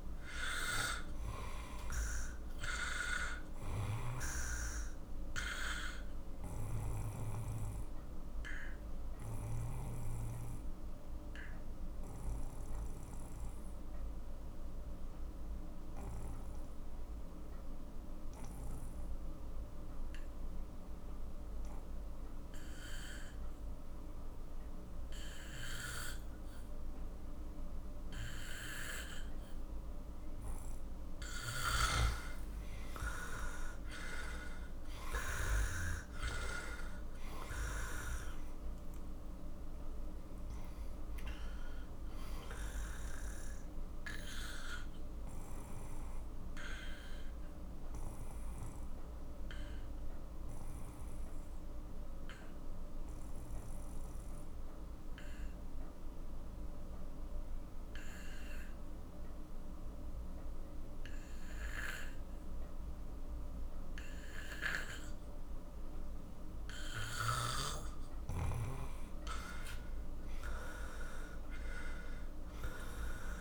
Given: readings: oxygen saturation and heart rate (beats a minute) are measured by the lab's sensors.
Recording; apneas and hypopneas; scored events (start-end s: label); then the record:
breathing in sleep by a room microphone; 2
0.00-15.00 s: oxygen desaturation (device-marked, oxygen 92% lowest, heart rate 44 extreme)
7.00-30.00 s: obstructive apnea (oxygen 97% before, 91% lowest, heart rate 56 before, 42 extreme, up 12 after)
31.00-56.00 s: oxygen desaturation (device-marked, oxygen 97% before, 92% lowest, heart rate 48 before, 42 extreme)
32.50-36.00 s: arousal
47.50-67.50 s: obstructive apnea (oxygen 97% before, 91% lowest, heart rate 57 before, 41 extreme, up 13 after)
70.00-73.41 s: arousal
71.00-73.41 s: oxygen desaturation (device-marked, oxygen 97% before, 91% lowest, heart rate 46 before, 41 extreme)
From the record:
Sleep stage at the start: N2 (light sleep); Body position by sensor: on the back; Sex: male